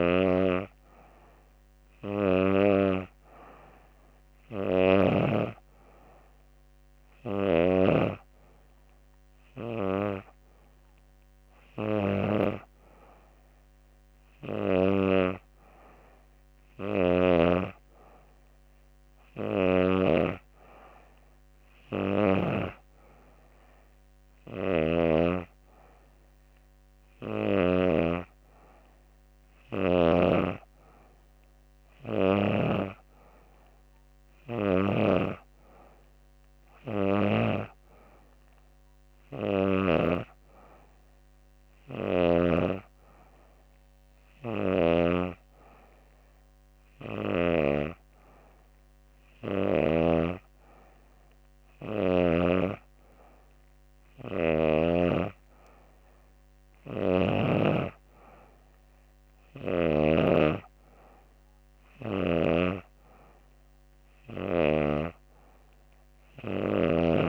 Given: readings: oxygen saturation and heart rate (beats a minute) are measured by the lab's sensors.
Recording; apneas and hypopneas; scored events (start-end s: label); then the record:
breathing in sleep by a microphone on the trachea; none
56.00-59.50 s: snoring (device-marked)
From the record:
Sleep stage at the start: N2 (light sleep); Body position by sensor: on the back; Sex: female